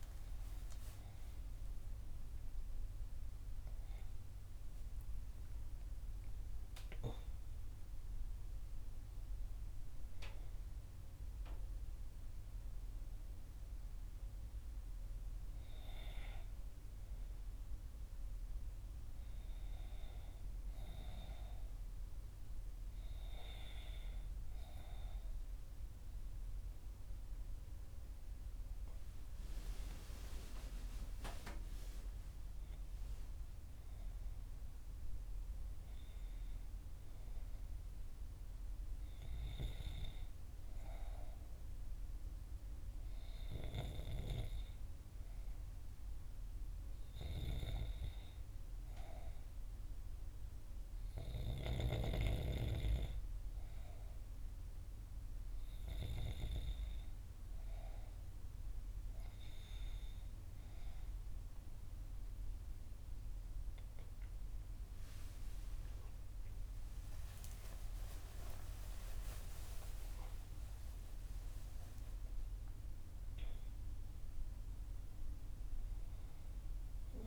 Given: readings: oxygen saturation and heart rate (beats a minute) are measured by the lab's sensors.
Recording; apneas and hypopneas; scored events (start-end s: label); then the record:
breathing in sleep by a room microphone; none
0.00-1.00 s: arousal
0.00-17.50 s: oxygen desaturation (device-marked, oxygen 93% lowest, heart rate 60 extreme)
25.00-28.50 s: arousal
66.50-71.50 s: arousal
From the record:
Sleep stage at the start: N2 (light sleep); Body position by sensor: on the right side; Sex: female